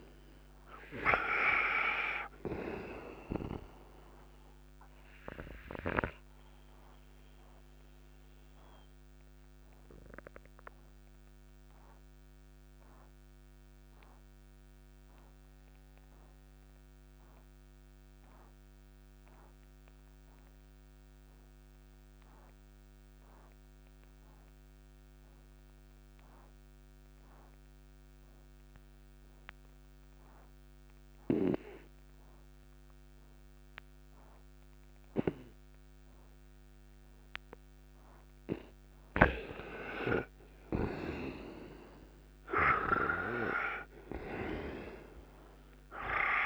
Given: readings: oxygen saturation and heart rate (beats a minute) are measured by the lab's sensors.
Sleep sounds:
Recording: breathing in sleep by a microphone on the trachea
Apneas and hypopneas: 1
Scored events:
0.00-27.00 s: oxygen desaturation (device-marked, oxygen 85% lowest, heart rate 55 extreme)
6.50-38.50 s: obstructive apnea (oxygen 98% before, 84% lowest, heart rate 63 before, 55 extreme, up 7 after)
35.00-46.46 s: oxygen desaturation (device-marked, oxygen 98% before, 84% lowest, heart rate 61 before, 56 extreme)
40.00-44.50 s: arousal
From the record:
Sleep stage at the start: N2 (light sleep)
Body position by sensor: on the right side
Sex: male

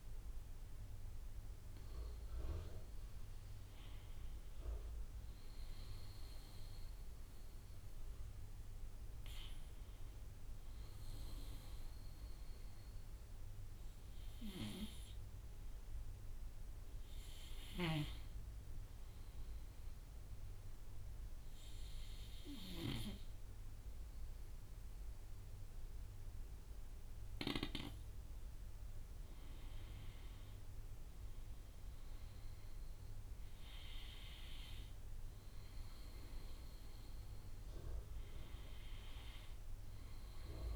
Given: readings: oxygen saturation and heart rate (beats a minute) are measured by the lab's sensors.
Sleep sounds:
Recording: breathing in sleep by a room microphone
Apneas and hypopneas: 1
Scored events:
18.50-28.50 s: obstructive apnea (oxygen 94% before, 90% lowest)
31.00-34.50 s: arousal
From the record:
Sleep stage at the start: N2 (light sleep)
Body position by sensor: on the right side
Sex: male

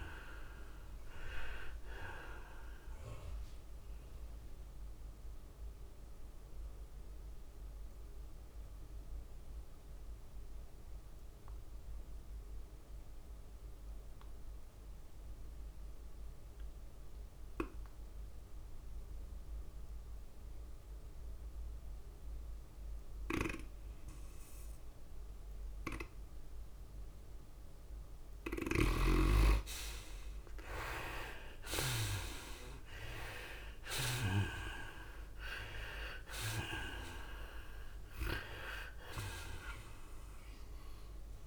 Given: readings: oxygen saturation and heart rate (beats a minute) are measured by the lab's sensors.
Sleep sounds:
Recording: breathing in sleep by a room microphone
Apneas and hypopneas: 1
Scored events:
0.00-11.00 s: drop in pulse transit time (device-marked, heart rate 106 extreme)
0.00-15.00 s: oxygen desaturation (device-marked, oxygen 64% lowest, heart rate 99 extreme)
0.00-41.47 s: tachycardia (device-marked, heart rate 114 extreme)
5.00-28.50 s: mixed apnea (oxygen 83% before, 64% lowest, heart rate 105 before, 105 extreme, up 5 after)
20.00-41.47 s: oxygen desaturation (device-marked, oxygen 99% before, 74% lowest, heart rate 111 before, 99 extreme)
31.00-34.50 s: arousal
34.00-41.47 s: drop in pulse transit time (device-marked, heart rate 107 before, 108 extreme)
From the record:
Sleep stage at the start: N2 (light sleep)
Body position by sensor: on the back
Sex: female

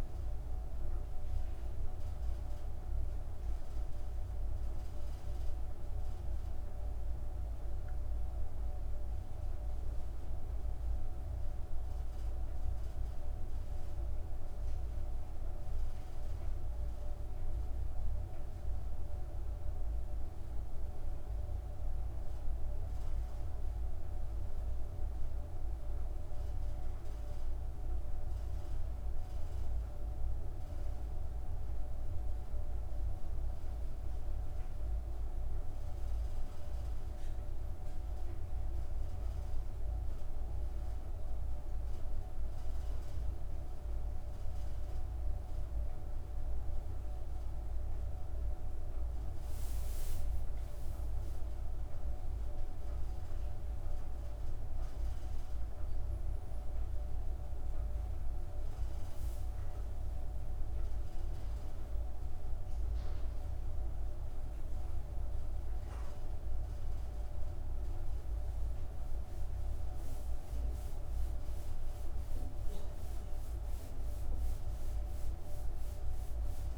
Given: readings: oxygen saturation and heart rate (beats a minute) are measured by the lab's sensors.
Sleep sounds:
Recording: breathing in sleep, hard to hear, by a room microphone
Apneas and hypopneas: 2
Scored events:
0.50-14.50 s: obstructive apnea (oxygen 97% before, 94% lowest)
19.00-23.00 s: arousal
30.00-45.50 s: hypopnea (oxygen 97% before, 94% lowest)
49.50-54.00 s: arousal
From the record:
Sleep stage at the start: N2 (light sleep)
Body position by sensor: on the back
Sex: female

